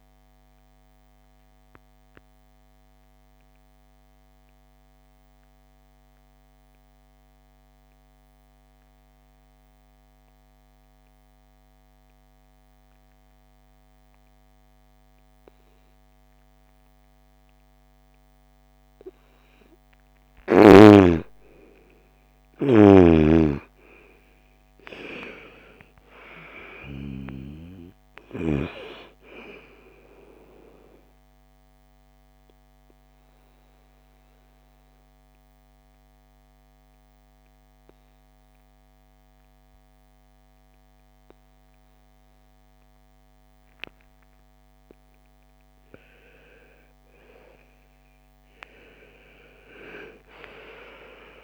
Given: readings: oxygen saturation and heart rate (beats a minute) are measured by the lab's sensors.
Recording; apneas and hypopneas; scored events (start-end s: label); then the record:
breathing in sleep by a microphone on the trachea; 2
0.00-7.50 s: oxygen desaturation (device-marked, oxygen 81% lowest, heart rate 49 extreme)
0.50-18.50 s: obstructive apnea (oxygen 98% before, 84% lowest, heart rate 65 before, 49 extreme, up 4 after)
21.00-24.50 s: arousal
22.50-28.50 s: snoring (device-marked)
22.50-42.50 s: oxygen desaturation (device-marked, oxygen 98% before, 84% lowest, heart rate 59 before, 54 extreme)
32.00-45.00 s: obstructive apnea (oxygen 99% before, 84% lowest, heart rate 57 before, 55 extreme, up 24 after)
47.00-49.50 s: arousal
From the record:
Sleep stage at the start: N2 (light sleep); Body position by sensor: on the right side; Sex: female